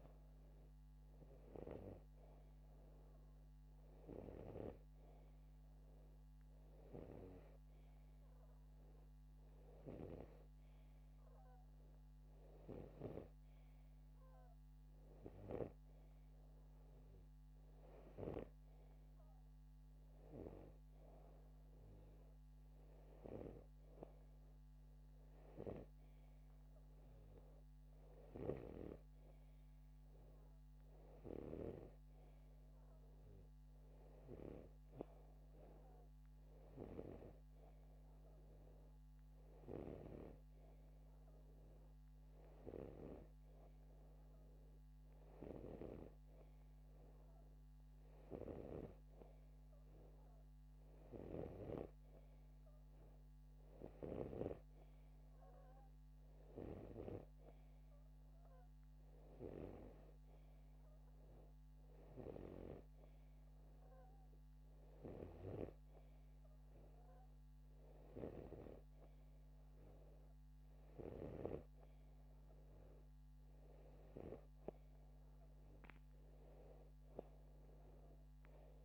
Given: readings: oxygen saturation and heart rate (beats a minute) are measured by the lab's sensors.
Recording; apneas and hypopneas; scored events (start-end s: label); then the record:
breathing in sleep by a microphone on the trachea; none
75.00-78.85 s: new sleep stage, N3 (deep sleep)
From the record:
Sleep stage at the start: N2 (light sleep); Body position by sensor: upright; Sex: male